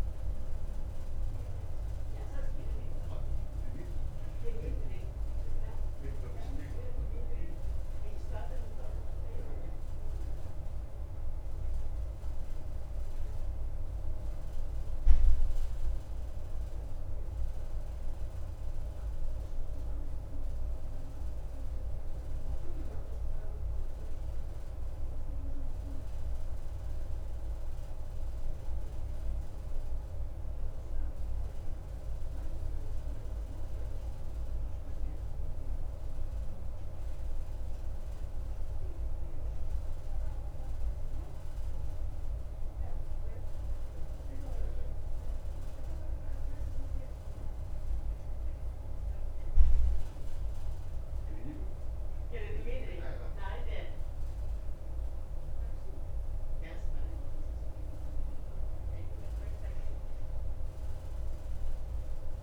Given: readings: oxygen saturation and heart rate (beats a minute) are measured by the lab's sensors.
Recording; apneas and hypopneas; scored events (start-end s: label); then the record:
breathing in sleep, hard to hear, by a room microphone; none
none scored
From the record:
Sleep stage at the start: N2 (light sleep); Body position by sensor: on the right side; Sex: male